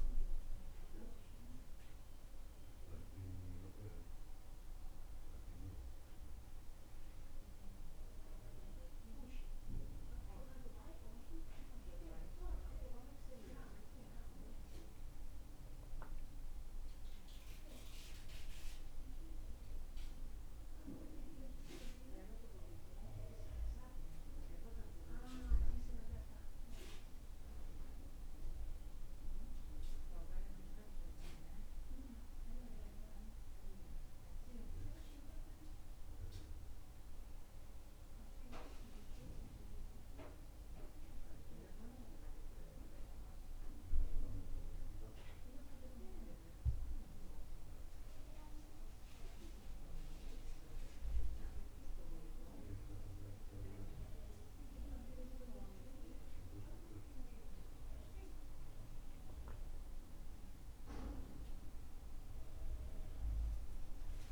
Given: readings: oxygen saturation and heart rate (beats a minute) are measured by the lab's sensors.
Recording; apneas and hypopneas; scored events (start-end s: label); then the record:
breathing in sleep by a room microphone; none
none scored
From the record:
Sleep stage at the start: N2 (light sleep); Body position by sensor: on the back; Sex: male